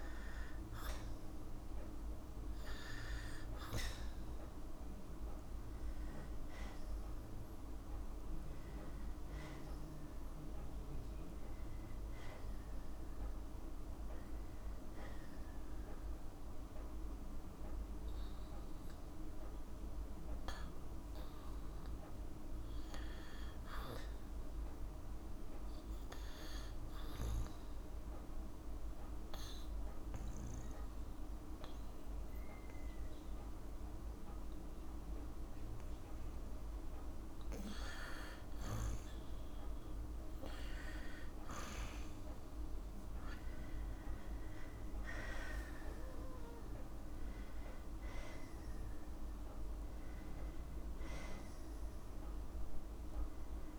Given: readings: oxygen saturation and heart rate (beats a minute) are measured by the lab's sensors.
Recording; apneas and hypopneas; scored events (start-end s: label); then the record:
breathing in sleep, hard to hear, by a room microphone; 1
0.00-1.00 s: oxygen desaturation (device-marked, oxygen 92% lowest, heart rate 61 extreme)
10.50-25.50 s: hypopnea (oxygen 97% before, 92% lowest, heart rate 62 before, 61 extreme, up 3 after)
14.00-36.00 s: oxygen desaturation (device-marked, oxygen 97% before, 93% lowest, heart rate 63 before, 61 extreme)
28.00-31.00 s: arousal
From the record:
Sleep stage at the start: N2 (light sleep); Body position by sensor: on the right side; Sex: female